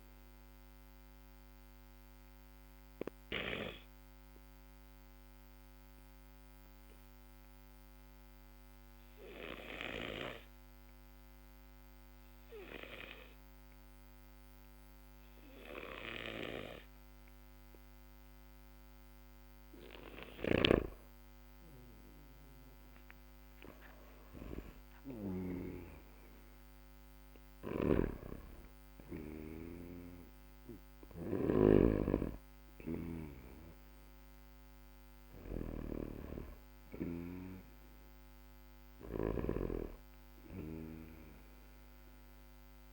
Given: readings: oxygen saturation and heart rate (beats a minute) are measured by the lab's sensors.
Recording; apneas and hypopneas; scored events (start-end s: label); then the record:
breathing in sleep by a microphone on the trachea; 1
0.50-19.00 s: obstructive apnea (oxygen 99% before, 94% lowest, heart rate 59 before, 48 extreme, up 20 after)
20.00-25.50 s: snoring (device-marked)
21.00-23.50 s: arousal
27.50-39.00 s: snoring (device-marked)
From the record:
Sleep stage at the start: N2 (light sleep); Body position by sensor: on the back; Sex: male